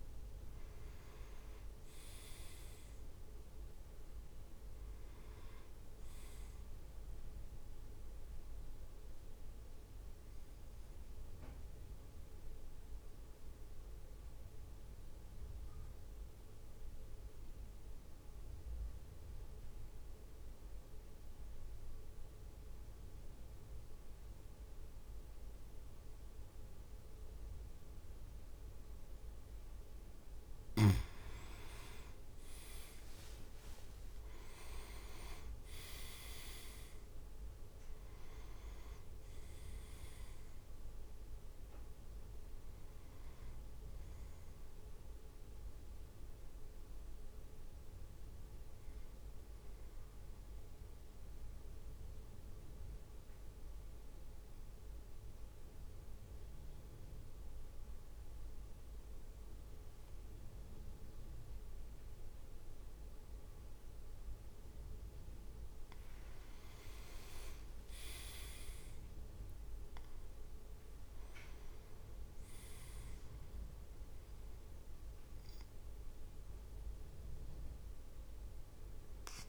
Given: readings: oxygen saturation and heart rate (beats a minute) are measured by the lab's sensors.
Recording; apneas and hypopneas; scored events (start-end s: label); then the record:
breathing in sleep by a room microphone; 2
0.00-9.50 s: drop in pulse transit time (device-marked, heart rate 55 extreme)
9.00-30.00 s: mixed apnea (oxygen 100% before, 95% lowest, heart rate 58 before, 51 extreme, up 6 after)
31.50-33.00 s: leg movement (device-marked)
32.50-36.50 s: arousal
33.50-46.50 s: drop in pulse transit time (device-marked, heart rate 55 before, 54 extreme)
48.50-66.00 s: mixed apnea (oxygen 100% before, 95% lowest, heart rate 57 before, 50 extreme, up 8 after)
66.00-68.50 s: leg movement (device-marked)
67.00-70.50 s: arousal
68.50-79.49 s: drop in pulse transit time (device-marked, heart rate 53 before, 50 extreme)
From the record:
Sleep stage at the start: N2 (light sleep); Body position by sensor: on the back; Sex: male